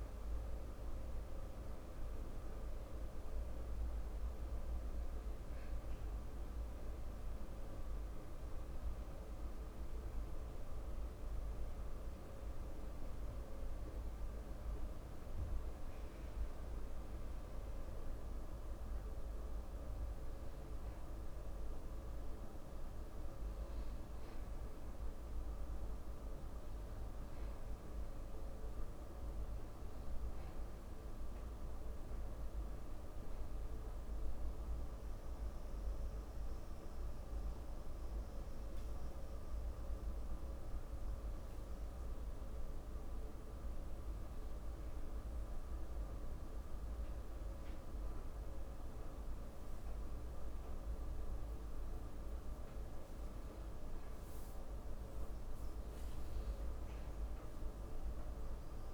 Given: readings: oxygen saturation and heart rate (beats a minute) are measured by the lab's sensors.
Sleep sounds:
a person partly awake in a sleep study, hard to hear, by a room microphone; 1
0.00-1.00 s: arousal
7.00-18.00 s: obstructive apnea (oxygen 97% before, 93% lowest, heart rate 57 before, 54 extreme, up 1 after)
21.00-25.50 s: arousal
26.50-44.50 s: oxygen desaturation (device-marked, oxygen 96% before, 93% lowest, heart rate 55 before, 54 extreme)
43.50-58.94 s: new sleep stage, awake
From the record:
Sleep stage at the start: N2 (light sleep); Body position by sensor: on the back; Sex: male

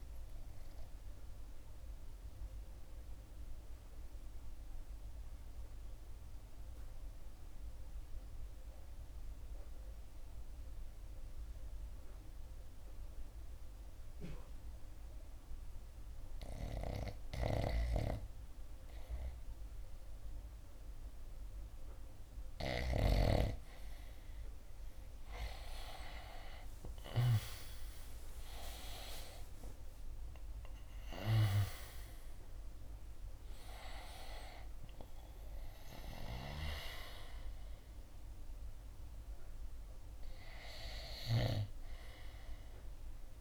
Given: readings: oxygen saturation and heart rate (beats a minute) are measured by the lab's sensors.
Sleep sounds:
breathing in sleep by a room microphone; 1
0.00-5.50 s: drop in pulse transit time (device-marked, heart rate 66 extreme)
0.00-24.50 s: oxygen desaturation (device-marked, oxygen 77% lowest, heart rate 56 extreme)
1.00-18.00 s: central apnea (oxygen 88% before, 75% lowest, heart rate 65 before, 56 extreme, up 17 after)
22.50-27.50 s: snoring (device-marked)
25.50-40.50 s: drop in pulse transit time (device-marked, heart rate 63 before, 73 extreme)
26.00-30.50 s: arousal
37.50-43.41 s: oxygen desaturation (device-marked, oxygen 89% before, 75% lowest, heart rate 76 before, 69 extreme)
From the record:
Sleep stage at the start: REM sleep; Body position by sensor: on the right side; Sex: male

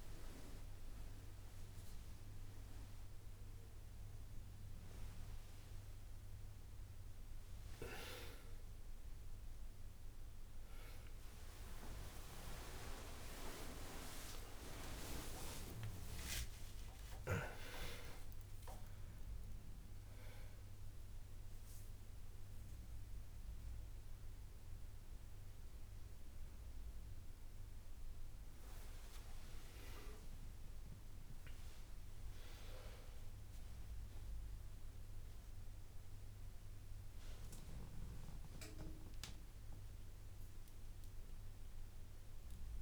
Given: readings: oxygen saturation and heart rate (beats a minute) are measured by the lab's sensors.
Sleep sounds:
a person awake in a sleep study, by a room microphone; none
10.00 s: drop in pulse transit time (device-marked)
13.00-24.00 s: drop in pulse transit time (device-marked, heart rate 62 before, 66 extreme)
15.50-17.50 s: long interval between heartbeats (device-marked, heart rate 62 before, 78 extreme)
From the record:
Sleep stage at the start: awake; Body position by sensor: on the back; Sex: male

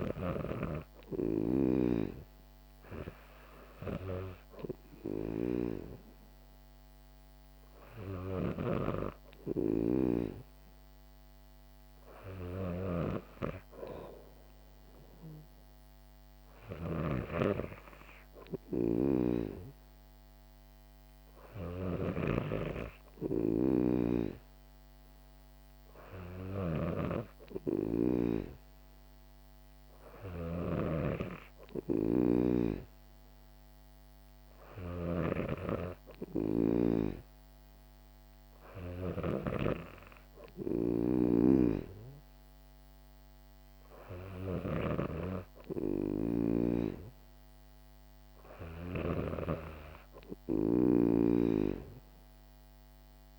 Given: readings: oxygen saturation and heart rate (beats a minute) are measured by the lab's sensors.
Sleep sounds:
breathing in sleep by a microphone on the trachea; none
22.00-39.50 s: snoring (device-marked)
41.50-49.50 s: snoring (device-marked)
From the record:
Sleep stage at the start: N2 (light sleep); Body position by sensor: on the back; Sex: female

